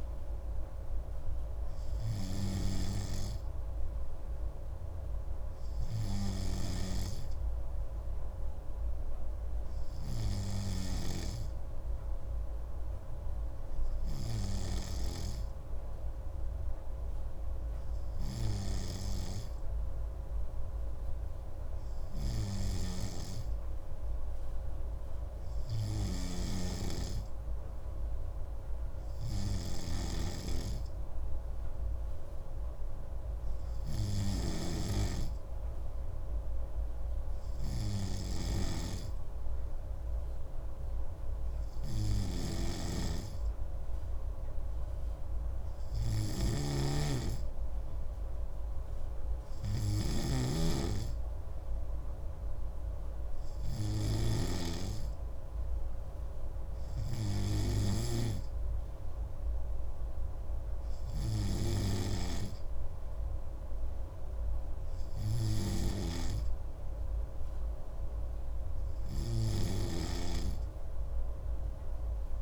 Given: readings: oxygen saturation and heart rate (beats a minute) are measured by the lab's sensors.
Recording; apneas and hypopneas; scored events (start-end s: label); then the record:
breathing in sleep by a room microphone; none
0.00-11.50 s: snoring (device-marked)
23.00-72.42 s: snoring (device-marked)
From the record:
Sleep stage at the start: N2 (light sleep); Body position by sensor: on the right side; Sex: male